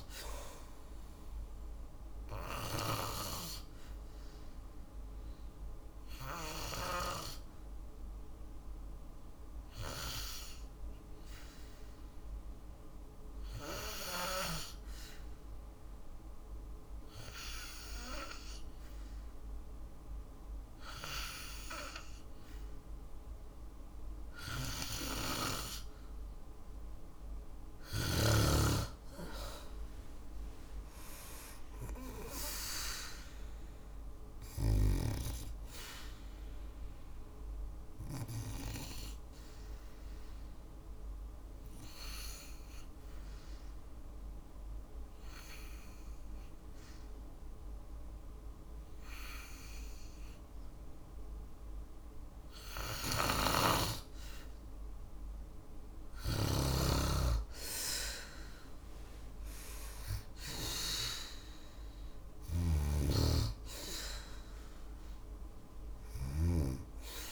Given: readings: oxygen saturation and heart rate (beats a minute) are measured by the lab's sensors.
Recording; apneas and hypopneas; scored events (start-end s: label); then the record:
breathing in sleep by a room microphone; 2
4.50-26.00 s: obstructive apnea (oxygen 96% before, 92% lowest, heart rate 57 before, 55 extreme, up 3 after)
28.00-31.00 s: arousal
38.50-53.50 s: obstructive apnea (oxygen 97% before, 92% lowest, heart rate 57 before, 52 extreme, up 4 after)
52.00-55.50 s: snoring (device-marked)
59.50-64.00 s: arousal
61.50-65.50 s: snoring (device-marked)
61.50-67.31 s: oxygen desaturation (device-marked, oxygen 96% before, 92% lowest, heart rate 56 before, 52 extreme)
From the record:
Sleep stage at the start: N2 (light sleep); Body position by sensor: on the back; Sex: female